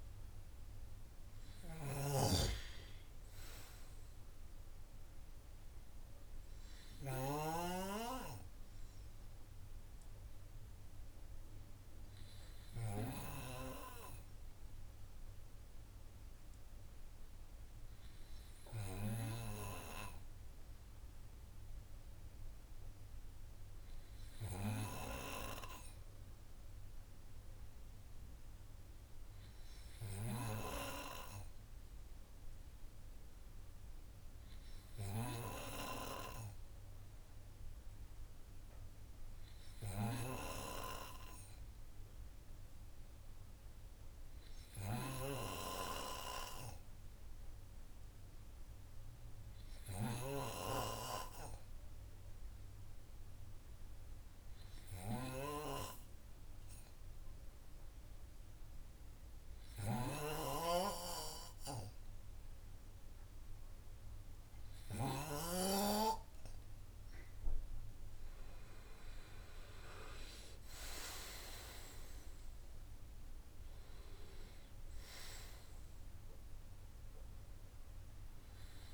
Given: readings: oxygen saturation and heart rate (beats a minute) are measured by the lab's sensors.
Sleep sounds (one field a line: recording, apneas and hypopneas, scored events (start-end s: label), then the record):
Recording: breathing in sleep by a room microphone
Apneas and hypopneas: 1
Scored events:
2.00-8.00 s: snoring (device-marked)
35.50-65.50 s: hypopnea (oxygen 98% before, 92% lowest, heart rate 75 before, 49 extreme, up 15 after)
52.50-78.94 s: oxygen desaturation (device-marked, oxygen 97% before, 92% lowest, heart rate 114 before, 49 extreme)
60.50-66.00 s: snoring (device-marked)
70.00-74.50 s: arousal
From the record:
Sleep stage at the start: N2 (light sleep)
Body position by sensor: on the right side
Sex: male